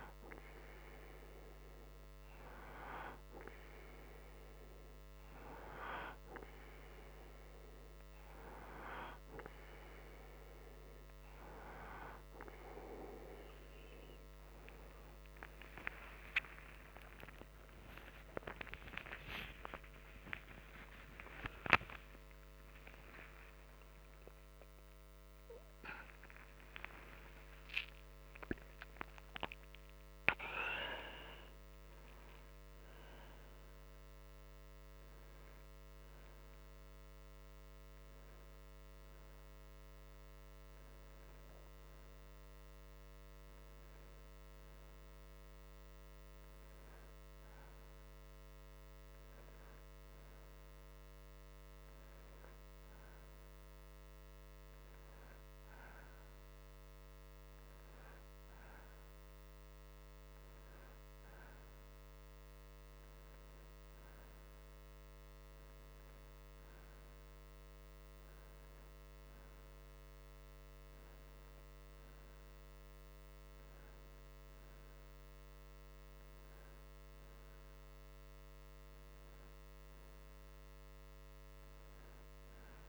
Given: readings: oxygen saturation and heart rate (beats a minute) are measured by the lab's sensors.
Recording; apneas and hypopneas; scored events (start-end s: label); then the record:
a person partly awake in a sleep study, by a microphone on the trachea; none
11.00-41.00 s: new sleep stage, awake
41.00-82.89 s: new sleep stage, N1 (lightest sleep)
From the record:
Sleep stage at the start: N2 (light sleep); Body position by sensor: on the right side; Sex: male